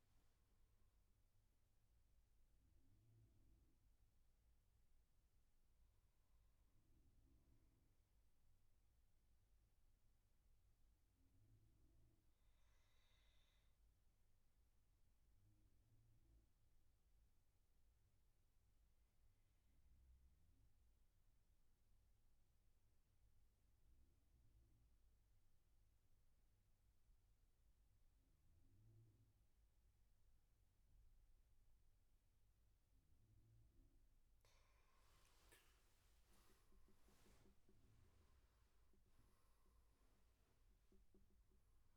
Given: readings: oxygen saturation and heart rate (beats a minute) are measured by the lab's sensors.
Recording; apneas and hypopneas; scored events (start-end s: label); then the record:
breathing in sleep, hard to hear, by a room microphone; 1
0.00-14.50 s: oxygen desaturation (device-marked, oxygen 89% lowest, heart rate 60 extreme)
8.50-32.00 s: obstructive apnea (oxygen 97% before, 90% lowest, heart rate 78 before, 58 extreme, up 16 after)
33.50-37.50 s: arousal
35.50-41.97 s: oxygen desaturation (device-marked, oxygen 99% before, 95% lowest, heart rate 69 before, 58 extreme)
From the record:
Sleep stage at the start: N2 (light sleep); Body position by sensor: on the back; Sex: male